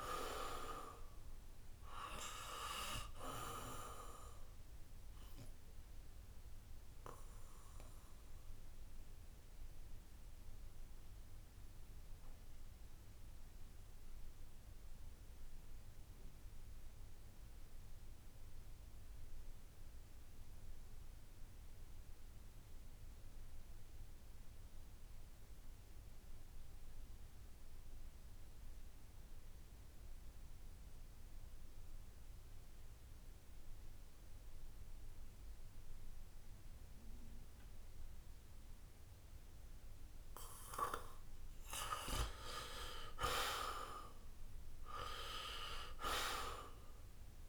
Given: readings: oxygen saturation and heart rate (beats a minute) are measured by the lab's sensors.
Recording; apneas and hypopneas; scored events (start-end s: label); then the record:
breathing in sleep by a room microphone; 1
0.00-20.50 s: oxygen desaturation (device-marked, oxygen 78% lowest, heart rate 65 extreme)
7.00-41.50 s: obstructive apnea (oxygen 96% before, 78% lowest, heart rate 73 before, 65 extreme, up 6 after)
34.50-47.49 s: oxygen desaturation (device-marked, oxygen 96% before, 78% lowest, heart rate 68 before, 66 extreme)
44.00-47.49 s: arousal
From the record:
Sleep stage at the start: N2 (light sleep); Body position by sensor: on the back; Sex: male